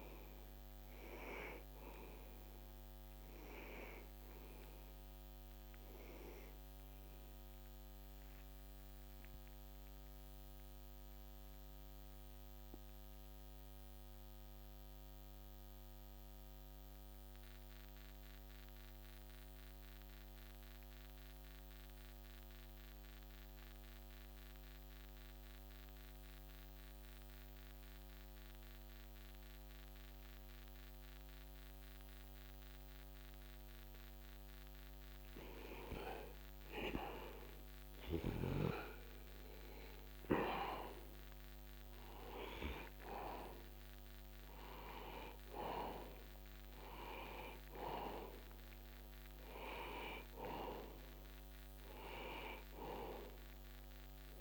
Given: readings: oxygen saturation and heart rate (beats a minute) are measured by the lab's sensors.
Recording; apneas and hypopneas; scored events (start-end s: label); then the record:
breathing in sleep by a microphone on the trachea; 1
0.00-18.50 s: oxygen desaturation (device-marked, oxygen 86% lowest, heart rate 60 extreme)
10.00-35.50 s: mixed apnea (oxygen 96% before, 82% lowest, heart rate 61 before, 60 extreme, up 1 after)
37.00-41.50 s: arousal
41.50-54.41 s: oxygen desaturation (device-marked, oxygen 98% before, 82% lowest, heart rate 60 before, 60 extreme)
From the record:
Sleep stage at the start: N2 (light sleep); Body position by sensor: on the back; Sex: male